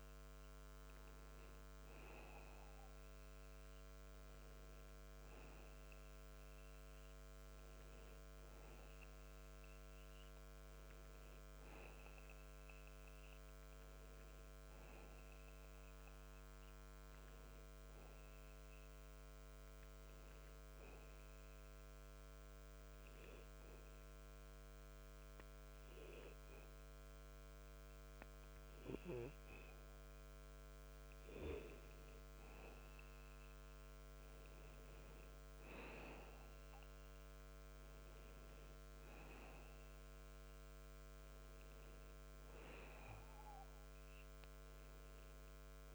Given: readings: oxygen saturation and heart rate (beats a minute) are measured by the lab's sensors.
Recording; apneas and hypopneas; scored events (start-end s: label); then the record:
breathing in sleep, hard to hear, by a microphone on the trachea; 1
20.50-30.50 s: obstructive apnea (oxygen 96% before, 91% lowest, heart rate 67 before, 35 extreme, up 12 after)
33.50-37.50 s: arousal
39.00-45.95 s: oxygen desaturation (device-marked, oxygen 96% before, 91% lowest, heart rate 47 before, 28 extreme)
From the record:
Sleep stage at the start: N2 (light sleep); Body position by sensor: on the back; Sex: male